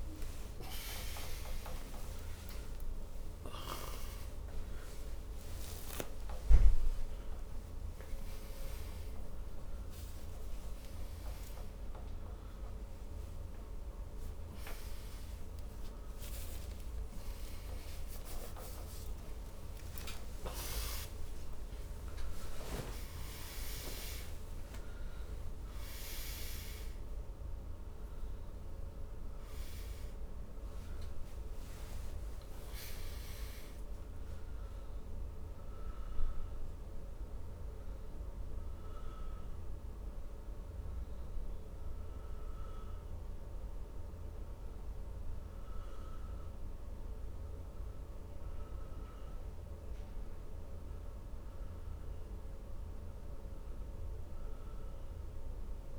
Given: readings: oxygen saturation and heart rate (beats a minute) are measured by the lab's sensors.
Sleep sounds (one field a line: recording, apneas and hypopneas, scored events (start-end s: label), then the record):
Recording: a person awake in a sleep study, by a room microphone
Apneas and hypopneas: none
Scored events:
none scored
From the record:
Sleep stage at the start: awake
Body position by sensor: on the back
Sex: male